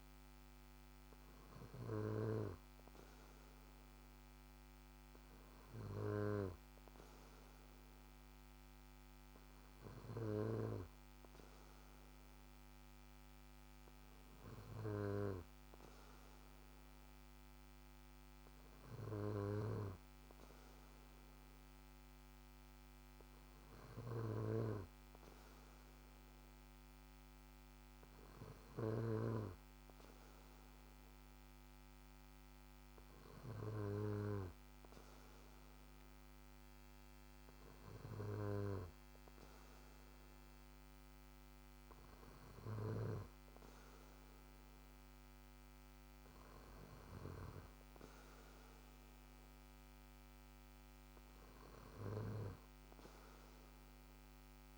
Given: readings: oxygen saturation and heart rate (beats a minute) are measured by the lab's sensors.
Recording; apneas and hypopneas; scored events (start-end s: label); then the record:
breathing in sleep by a microphone on the trachea; none
24.00-29.00 s: snoring (device-marked)
From the record:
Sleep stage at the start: N2 (light sleep); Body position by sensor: on the back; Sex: male